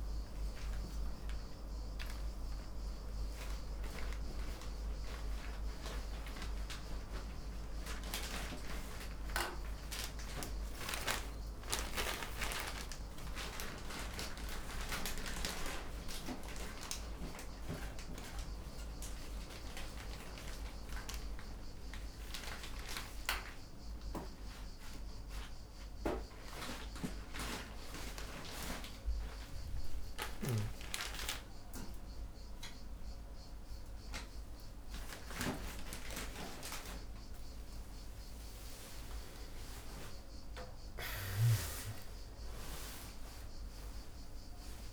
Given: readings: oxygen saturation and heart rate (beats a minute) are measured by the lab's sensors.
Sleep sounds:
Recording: a person awake in a sleep study, by a room microphone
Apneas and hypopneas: none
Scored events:
none scored
From the record:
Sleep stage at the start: awake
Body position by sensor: on the right side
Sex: male

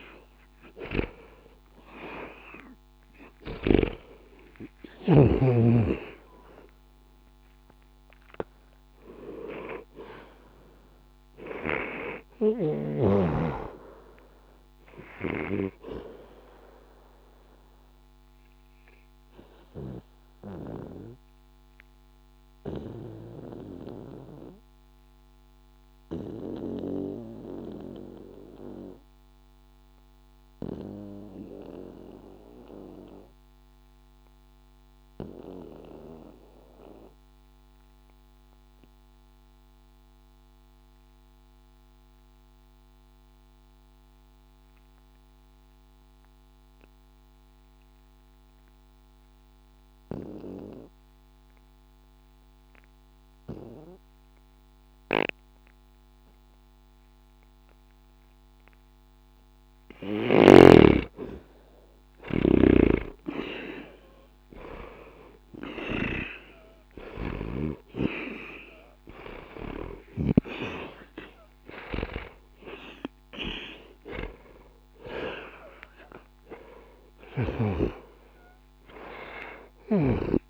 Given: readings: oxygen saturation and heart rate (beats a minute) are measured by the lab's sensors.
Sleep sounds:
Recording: breathing in sleep by a microphone on the trachea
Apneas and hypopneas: 1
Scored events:
0.00-40.50 s: oxygen desaturation (device-marked, oxygen 77% lowest, heart rate 60 extreme)
19.00-60.00 s: obstructive apnea (oxygen 96% before, 77% lowest, heart rate 61 before, 60 extreme, up 1 after)
55.50-80.50 s: oxygen desaturation (device-marked, oxygen 99% before, 77% lowest, heart rate 61 before, 60 extreme)
64.00-69.00 s: arousal
From the record:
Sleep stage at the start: N2 (light sleep)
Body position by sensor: on the back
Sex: male

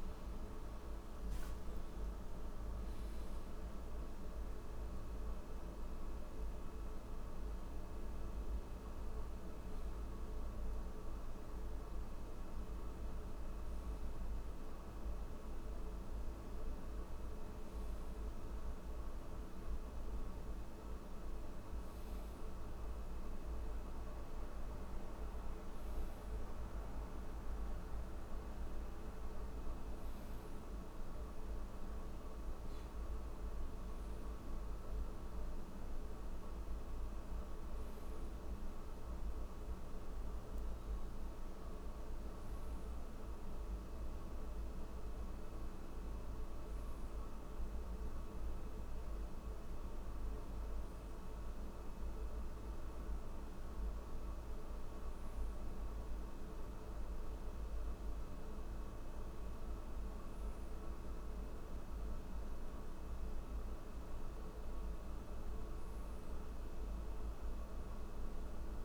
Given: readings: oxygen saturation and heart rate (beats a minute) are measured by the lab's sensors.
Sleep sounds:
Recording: breathing in sleep, hard to hear, by a room microphone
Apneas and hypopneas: none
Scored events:
none scored
From the record:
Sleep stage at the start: N3 (deep sleep)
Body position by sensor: on the back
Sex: male

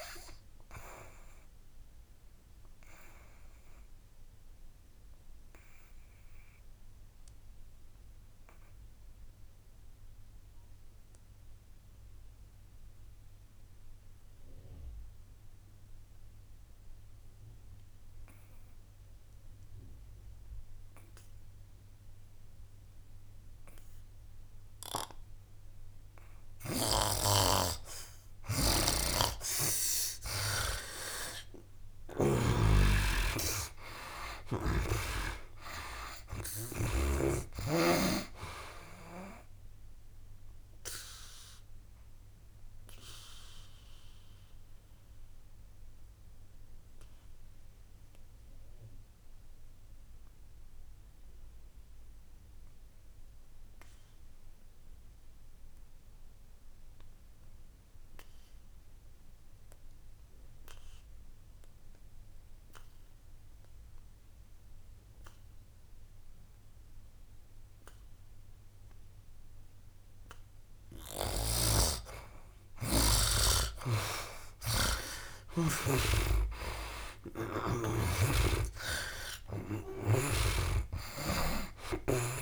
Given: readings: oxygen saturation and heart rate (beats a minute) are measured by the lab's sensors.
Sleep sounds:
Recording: breathing in sleep by a room microphone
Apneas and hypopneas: 2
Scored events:
0.00-22.50 s: oxygen desaturation (device-marked, oxygen 72% lowest, heart rate 63 extreme)
3.00-26.50 s: obstructive apnea (oxygen 98% before, 72% lowest, heart rate 72 before, 64 extreme, up 11 after)
26.50-37.00 s: snoring (device-marked)
30.00-34.50 s: arousal
31.50-61.50 s: oxygen desaturation (device-marked, oxygen 97% before, 75% lowest, heart rate 66 before, 67 extreme)
41.00-69.00 s: mixed apnea (oxygen 97% before, 74% lowest, heart rate 71 before, 67 extreme, up 7 after)
67.50-82.42 s: oxygen desaturation (device-marked, oxygen 98% before, 74% lowest, heart rate 69 before, 65 extreme)
74.00-79.00 s: arousal
76.00-80.00 s: snoring (device-marked)
From the record:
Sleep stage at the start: N2 (light sleep)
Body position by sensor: on the back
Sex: male

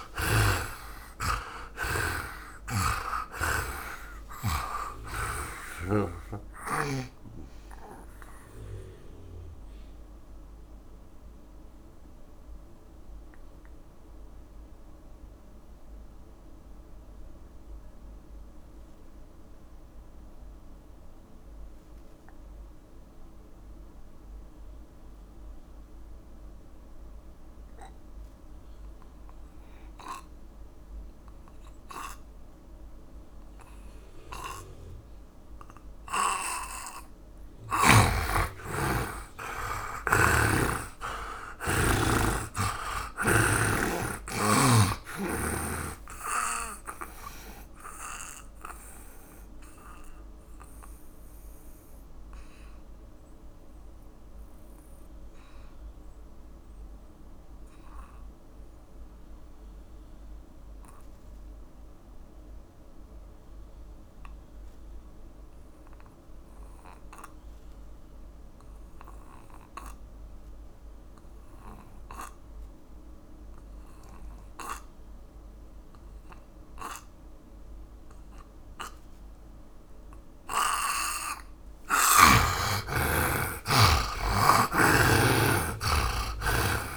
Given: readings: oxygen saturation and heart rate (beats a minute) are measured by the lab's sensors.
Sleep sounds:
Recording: breathing in sleep by a room microphone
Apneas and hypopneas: 2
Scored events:
0.00-3.50 s: snoring (device-marked)
0.00-4.50 s: tachycardia (device-marked, heart rate 116 extreme)
0.00-26.50 s: oxygen desaturation (device-marked, oxygen 77% lowest, heart rate 51 extreme)
9.00-37.00 s: mixed apnea (oxygen 100% before, 76% lowest, heart rate 78 before, 51 extreme, up 35 after)
38.50-65.50 s: oxygen desaturation (device-marked, oxygen 100% before, 76% lowest, heart rate 57 before, 50 extreme)
39.00-43.50 s: arousal
40.50-44.00 s: snoring (device-marked)
48.00-82.50 s: mixed apnea (oxygen 100% before, 76% lowest, heart rate 63 before, 50 extreme, up 43 after)
83.50-86.97 s: arousal
83.50-86.97 s: oxygen desaturation (device-marked, oxygen 99% before, 77% lowest, heart rate 52 before, 49 extreme)
From the record:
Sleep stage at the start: N2 (light sleep)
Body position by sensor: on the back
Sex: male

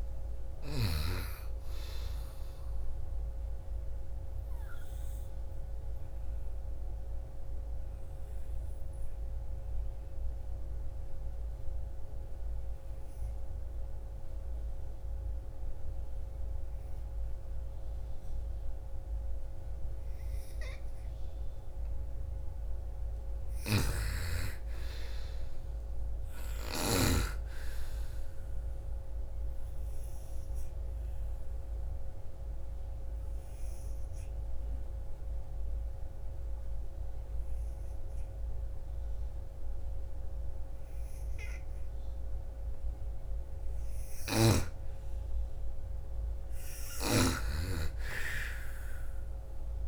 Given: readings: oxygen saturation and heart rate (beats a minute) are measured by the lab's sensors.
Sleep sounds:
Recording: breathing in sleep by a room microphone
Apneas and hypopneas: 2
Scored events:
0.00-12.50 s: oxygen desaturation (device-marked, oxygen 86% lowest, heart rate 54 extreme)
2.50-21.50 s: obstructive apnea (oxygen 98% before, 86% lowest, heart rate 59 before, 54 extreme, up 30 after)
22.50-26.50 s: arousal
22.50-26.50 s: snoring (device-marked)
26.50-42.50 s: oxygen desaturation (device-marked, oxygen 98% before, 89% lowest, heart rate 60 before, 46 extreme)
29.00-43.00 s: obstructive apnea (oxygen 99% before, 85% lowest, heart rate 62 before, 46 extreme, up 3 after)
44.50-48.50 s: arousal
46.00-49.88 s: snoring (device-marked)
48.50-49.88 s: oxygen desaturation (device-marked, oxygen 97% before, 89% lowest, heart rate 61 before, 46 extreme)
From the record:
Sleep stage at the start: N2 (light sleep)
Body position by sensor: on the right side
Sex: female

